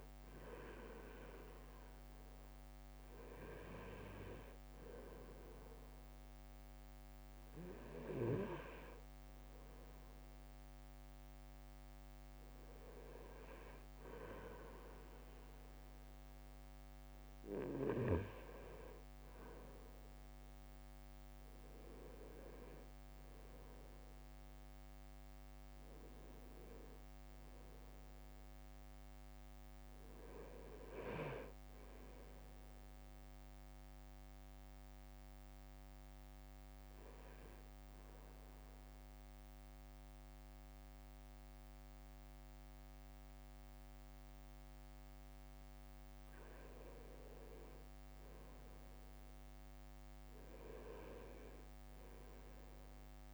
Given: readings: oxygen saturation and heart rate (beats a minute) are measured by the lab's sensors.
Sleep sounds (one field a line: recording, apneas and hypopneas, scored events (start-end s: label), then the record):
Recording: breathing in sleep by a microphone on the trachea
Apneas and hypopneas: 1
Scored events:
19.00-21.00 s: leg movement (device-marked)
21.00-25.50 s: arousal
21.50-23.50 s: leg movement (device-marked)
24.00-25.00 s: leg movement (device-marked)
34.50-46.50 s: obstructive apnea (oxygen 97% before, 95% lowest, heart rate 57 before, 53 extreme, up 6 after)
47.00-49.00 s: leg movement (device-marked)
48.50-52.50 s: arousal
From the record:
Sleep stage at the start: N2 (light sleep)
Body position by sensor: on the right side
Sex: male